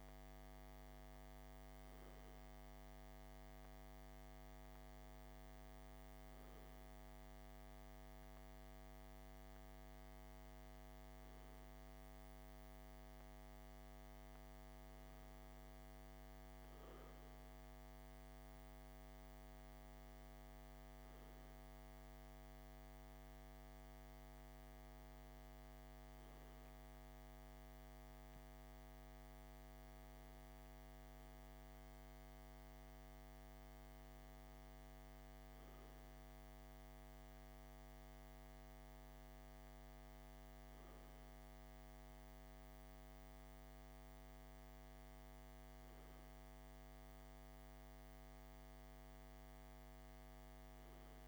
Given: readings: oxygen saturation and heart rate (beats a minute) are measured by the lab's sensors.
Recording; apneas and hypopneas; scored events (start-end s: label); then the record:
breathing in sleep, hard to hear, by a microphone on the trachea; none
none scored
From the record:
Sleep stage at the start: N2 (light sleep); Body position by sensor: on the left side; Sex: male